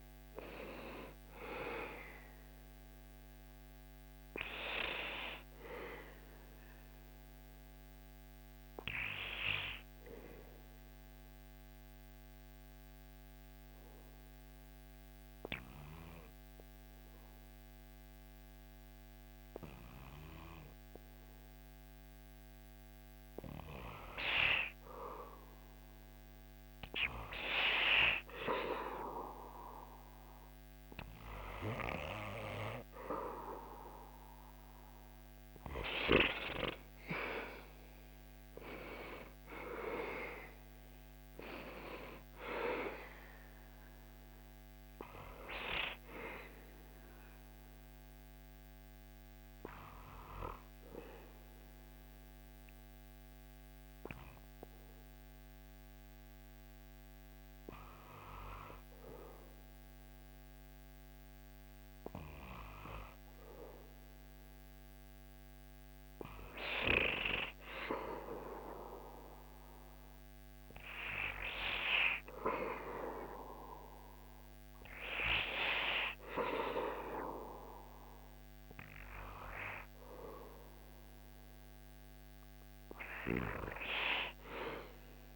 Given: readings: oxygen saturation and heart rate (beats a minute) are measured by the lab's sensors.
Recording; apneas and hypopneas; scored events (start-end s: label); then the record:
breathing in sleep by a microphone on the trachea; 2
6.00-24.00 s: obstructive apnea (oxygen 99% before, 95% lowest, heart rate 75 before, 68 extreme, up 14 after)
25.00-29.00 s: arousal
37.00-52.00 s: oxygen desaturation (device-marked, oxygen 99% before, 95% lowest, heart rate 75 before, 50 extreme)
48.50-65.50 s: hypopnea (oxygen 99% before, 95% lowest, heart rate 80 before, 50 extreme, up 1 after)
67.50-71.50 s: arousal
From the record:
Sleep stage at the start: N2 (light sleep); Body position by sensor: on the back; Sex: male